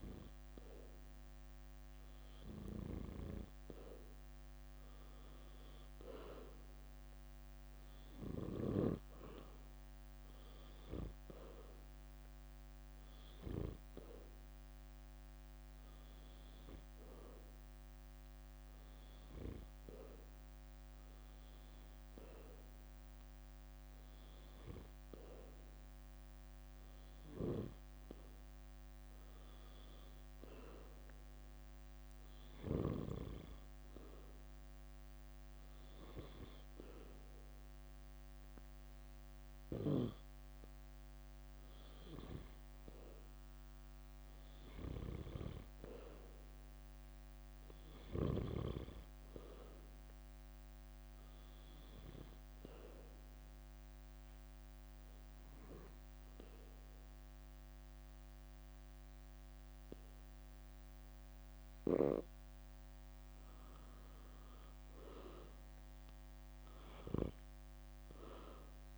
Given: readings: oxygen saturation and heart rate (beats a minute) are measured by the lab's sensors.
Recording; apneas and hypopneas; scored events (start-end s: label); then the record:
breathing in sleep by a microphone on the trachea; 2
2.50-5.00 s: leg movement (device-marked)
9.00-13.00 s: leg movement (device-marked)
14.50-17.00 s: leg movement (device-marked)
14.50-26.00 s: hypopnea (oxygen 93% before, 87% lowest, heart rate 73 before, 72 extreme, up 2 after)
28.50-31.50 s: arousal
30.00-33.50 s: leg movement (device-marked)
36.50-41.50 s: leg movement (device-marked)
44.00-48.00 s: leg movement (device-marked)
52.00-62.00 s: hypopnea (oxygen 93% before, 87% lowest, heart rate 74 before, 66 extreme, up 8 after)
63.50-67.00 s: arousal
65.00-68.98 s: leg movement (device-marked)
From the record:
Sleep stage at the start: N2 (light sleep); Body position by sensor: on the back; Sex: female